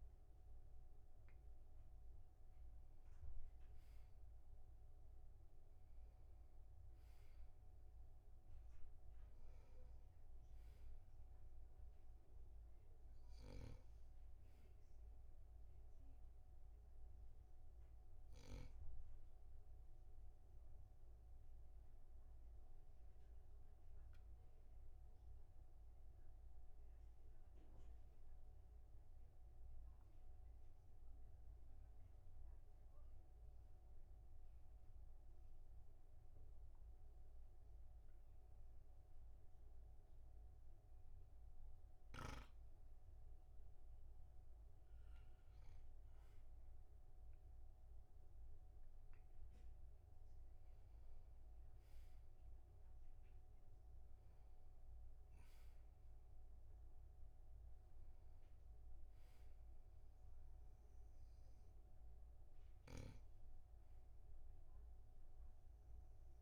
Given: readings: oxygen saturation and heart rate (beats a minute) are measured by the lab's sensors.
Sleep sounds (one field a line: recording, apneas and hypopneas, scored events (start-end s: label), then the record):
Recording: breathing in sleep, hard to hear, by a room microphone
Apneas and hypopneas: 1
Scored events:
0.00-4.50 s: arousal
20.50-44.50 s: obstructive apnea (oxygen 99% before, 96% lowest, heart rate 51 before, 38 extreme, up 15 after)
46.50-51.00 s: arousal
From the record:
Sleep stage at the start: N2 (light sleep)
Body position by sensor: on the back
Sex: male